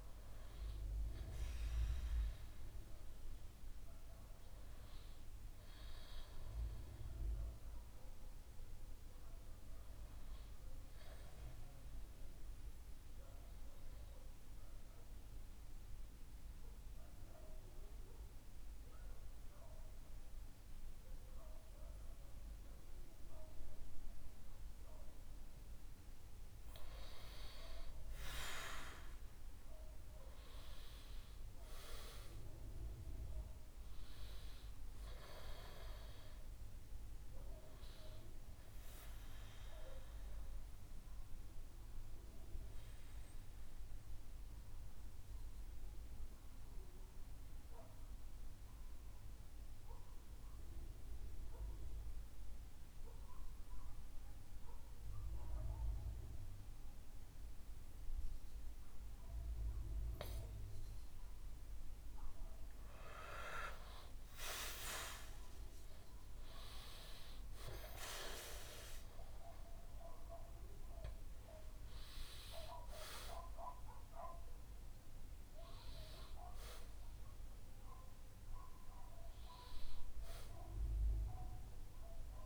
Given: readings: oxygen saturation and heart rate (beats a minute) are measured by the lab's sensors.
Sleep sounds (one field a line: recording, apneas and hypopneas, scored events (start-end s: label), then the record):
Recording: breathing in sleep by a room microphone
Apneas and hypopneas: 2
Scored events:
11.00-24.50 s: mixed apnea (oxygen 95% before, 94% lowest, heart rate 70 before, 61 extreme, up 5 after)
14.50-74.50 s: new sleep stage, N2 (light sleep)
28.00-32.50 s: arousal
39.00-60.00 s: mixed apnea (oxygen 97% before, 93% lowest, heart rate 65 before, 61 extreme, up 1 after)
64.50-68.50 s: arousal
74.50-82.46 s: new sleep stage, N1 (lightest sleep)
From the record:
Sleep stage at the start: N1 (lightest sleep)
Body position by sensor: on the back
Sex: male